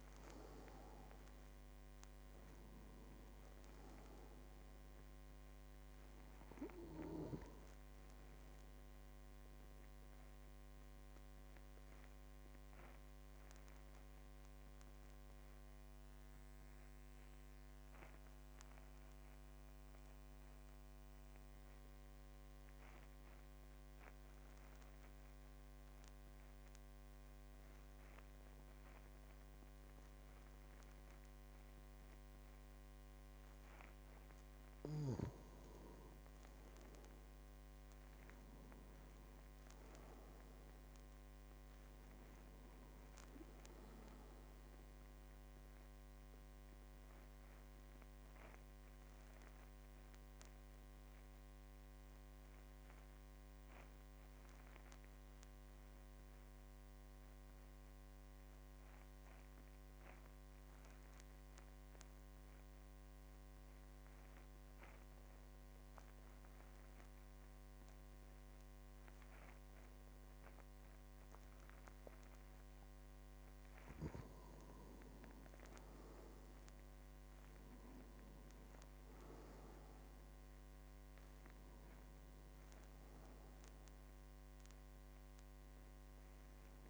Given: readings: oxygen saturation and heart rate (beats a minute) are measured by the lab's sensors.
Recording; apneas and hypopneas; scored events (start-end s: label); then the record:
breathing in sleep, hard to hear, by a microphone on the trachea; 2
0.00-24.50 s: oxygen desaturation (device-marked, oxygen 91% lowest, heart rate 46 extreme)
9.00-33.00 s: obstructive apnea (oxygen 99% before, 89% lowest, heart rate 54 before, 44 extreme, up 8 after)
35.50-40.50 s: arousal
39.50-58.50 s: oxygen desaturation (device-marked, oxygen 99% before, 90% lowest, heart rate 50 before, 44 extreme)
45.00-72.00 s: obstructive apnea (oxygen 100% before, 89% lowest, heart rate 52 before, 44 extreme, up 10 after)
72.50-86.89 s: oxygen desaturation (device-marked, oxygen 99% before, 89% lowest, heart rate 49 before, 45 extreme)
75.00-78.50 s: arousal
From the record:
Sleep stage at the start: N2 (light sleep); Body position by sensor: on the back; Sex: male